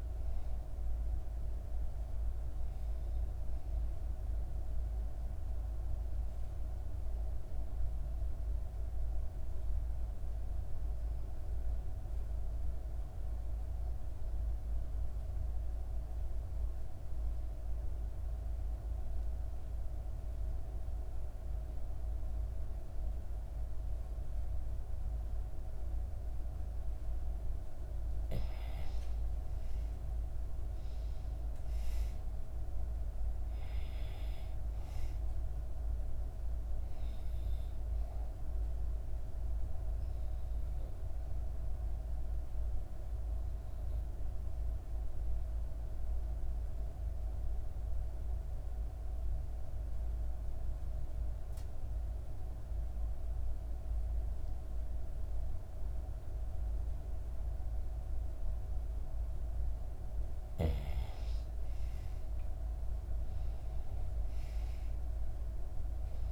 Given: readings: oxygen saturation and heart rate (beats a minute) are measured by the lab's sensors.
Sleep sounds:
breathing in sleep, hard to hear, by a room microphone; 2
0.00-12.50 s: oxygen desaturation (device-marked, oxygen 90% lowest, heart rate 58 extreme)
4.50-25.50 s: obstructive apnea (oxygen 97% before, 87% lowest, heart rate 62 before, 57 extreme, up 5 after)
25.50-50.50 s: oxygen desaturation (device-marked, oxygen 97% before, 87% lowest, heart rate 58 before, 57 extreme)
29.50-33.00 s: arousal
39.50-59.50 s: obstructive apnea (oxygen 97% before, 87% lowest, heart rate 61 before, 57 extreme, up 7 after)
61.50-65.50 s: arousal
62.50-66.32 s: oxygen desaturation (device-marked, oxygen 97% before, 90% lowest, heart rate 58 before, 57 extreme)
From the record:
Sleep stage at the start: N2 (light sleep); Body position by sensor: on the back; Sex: female

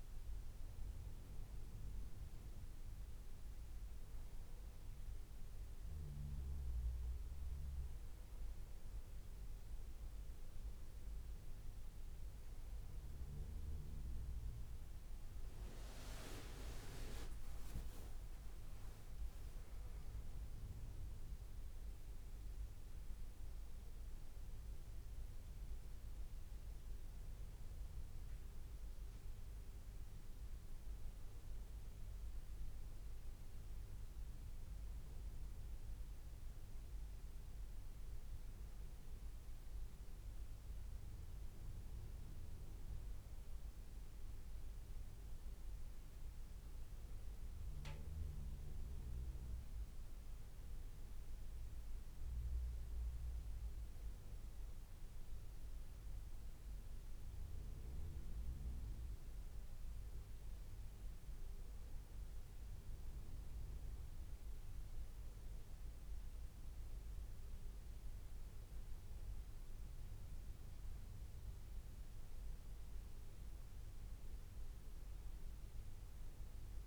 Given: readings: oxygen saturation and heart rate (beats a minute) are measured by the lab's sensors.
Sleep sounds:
breathing in sleep, hard to hear, by a room microphone; none
none scored
From the record:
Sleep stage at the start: N2 (light sleep); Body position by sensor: on the back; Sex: male

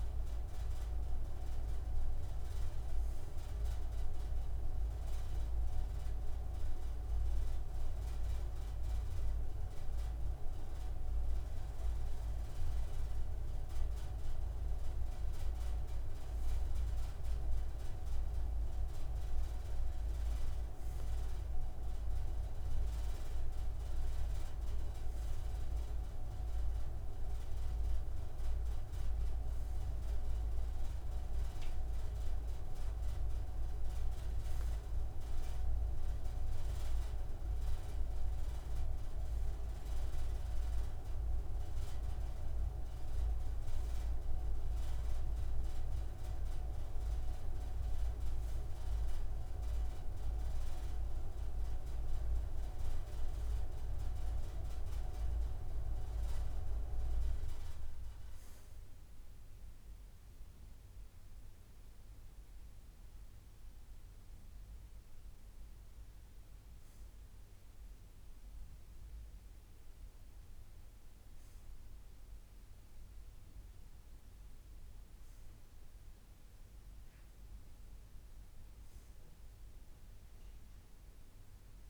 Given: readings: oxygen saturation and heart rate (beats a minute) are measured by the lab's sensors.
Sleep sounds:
breathing in sleep by a room microphone; none
none scored
From the record:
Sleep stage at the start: N2 (light sleep); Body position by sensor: on the right side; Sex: male

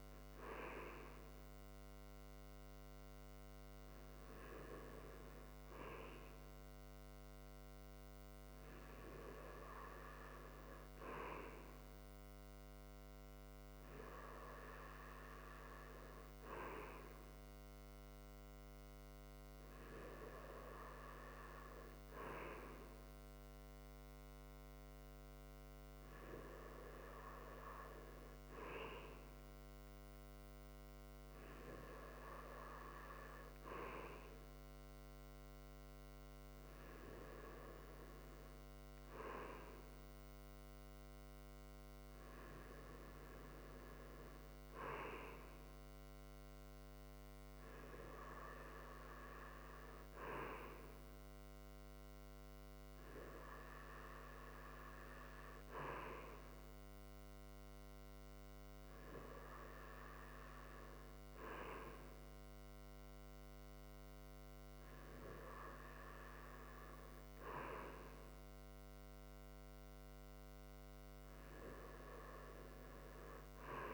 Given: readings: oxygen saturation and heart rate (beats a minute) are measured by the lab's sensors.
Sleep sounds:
breathing in sleep by a microphone on the trachea; none
none scored
From the record:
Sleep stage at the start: REM sleep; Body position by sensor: on the right side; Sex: male

